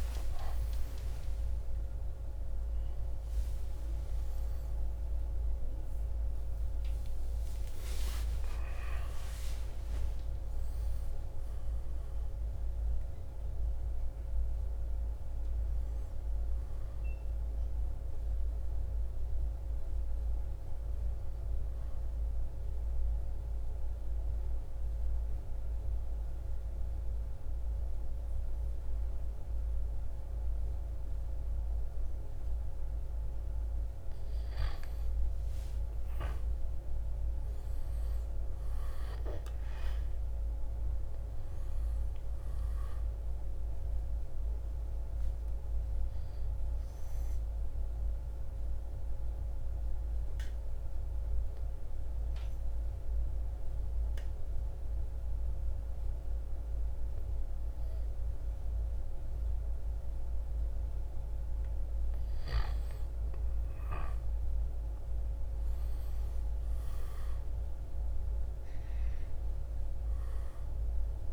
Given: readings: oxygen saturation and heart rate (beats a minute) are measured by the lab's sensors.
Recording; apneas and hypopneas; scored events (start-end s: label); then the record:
a person partly awake in a sleep study, hard to hear, by a room microphone; 2
0.00-12.50 s: oxygen desaturation (device-marked, oxygen 89% lowest, heart rate 54 extreme)
0.00-14.50 s: drop in pulse transit time (device-marked, heart rate 73 extreme)
12.50-71.33 s: new sleep stage, N1 (lightest sleep)
14.50-25.50 s: oxygen desaturation (device-marked, oxygen 91% before, 86% lowest, heart rate 78 before, 54 extreme)
21.50-32.50 s: obstructive apnea (oxygen 95% before, 87% lowest, heart rate 76 before, 53 extreme, up 5 after)
35.00-39.00 s: arousal
44.00-60.00 s: obstructive apnea (oxygen 98% before, 91% lowest, heart rate 58 before, 51 extreme, up 5 after)
50.50-61.50 s: oxygen desaturation (device-marked, oxygen 96% before, 91% lowest, heart rate 57 before, 51 extreme)
63.00-67.00 s: arousal
66.50-71.33 s: drop in pulse transit time (device-marked, heart rate 54 before, 56 extreme)
From the record:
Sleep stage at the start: awake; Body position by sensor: on the back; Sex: male